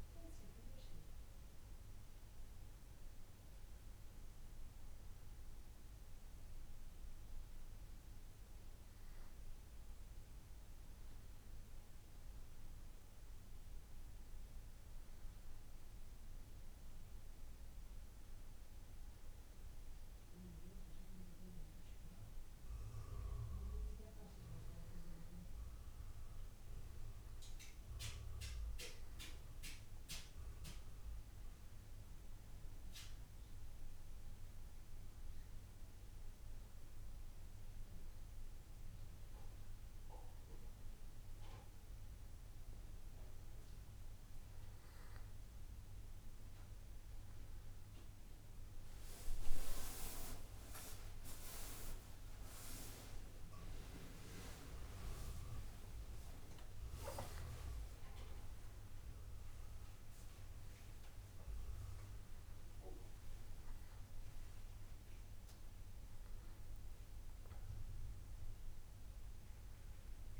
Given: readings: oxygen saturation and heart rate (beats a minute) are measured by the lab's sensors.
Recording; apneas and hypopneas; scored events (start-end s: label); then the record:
breathing in sleep by a room microphone; none
56.50-61.00 s: arousal
From the record:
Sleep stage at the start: N1 (lightest sleep); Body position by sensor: on the back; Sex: male